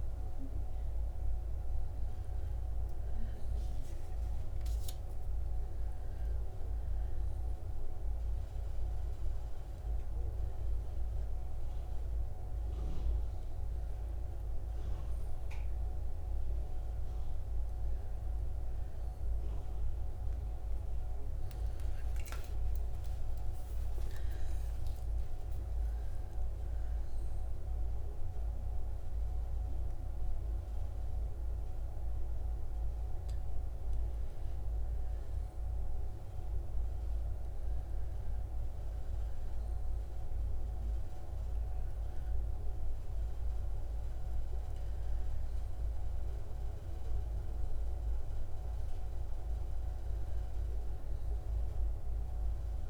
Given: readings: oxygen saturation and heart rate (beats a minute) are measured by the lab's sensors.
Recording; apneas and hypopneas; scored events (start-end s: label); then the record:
breathing in sleep, hard to hear, by a room microphone; none
21.00-25.50 s: arousal
From the record:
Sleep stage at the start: N2 (light sleep); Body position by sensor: on the back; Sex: female